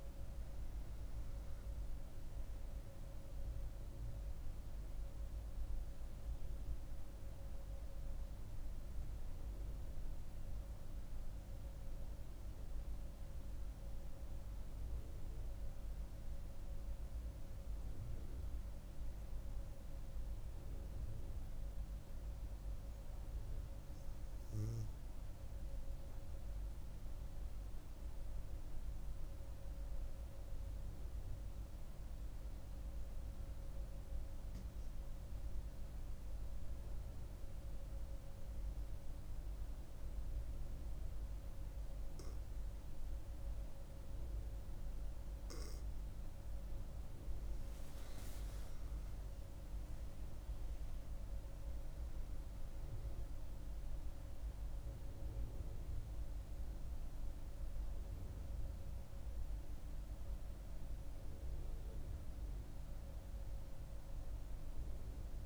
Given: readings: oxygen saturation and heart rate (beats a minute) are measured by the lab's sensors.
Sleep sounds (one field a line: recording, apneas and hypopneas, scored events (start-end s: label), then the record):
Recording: breathing in sleep, hard to hear, by a room microphone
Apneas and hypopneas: 1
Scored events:
0.00-18.00 s: oxygen desaturation (device-marked, oxygen 93% lowest, heart rate 61 extreme)
27.00-45.50 s: hypopnea (oxygen 98% before, 92% lowest, heart rate 68 before, 64 extreme, up 7 after)
40.00-65.46 s: oxygen desaturation (device-marked, oxygen 98% before, 92% lowest, heart rate 64 before, 63 extreme)
48.00-52.50 s: arousal
From the record:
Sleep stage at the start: N2 (light sleep)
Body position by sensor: on the right side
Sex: female